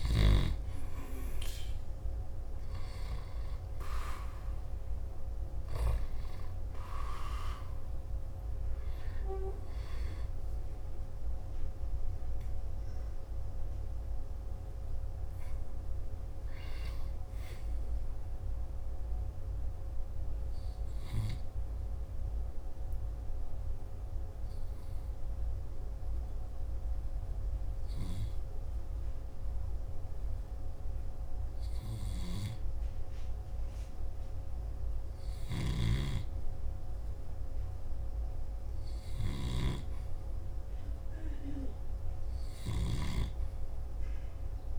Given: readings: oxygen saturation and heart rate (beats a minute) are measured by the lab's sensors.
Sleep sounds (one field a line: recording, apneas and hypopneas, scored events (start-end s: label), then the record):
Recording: breathing in sleep by a room microphone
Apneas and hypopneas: none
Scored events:
0.00-4.00 s: arousal
25.50-40.50 s: oxygen desaturation (device-marked, oxygen 96% before, 91% lowest, heart rate 56 before, 51 extreme)
From the record:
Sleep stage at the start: N2 (light sleep)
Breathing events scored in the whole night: 218 in 2.9 hours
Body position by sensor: on the back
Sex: male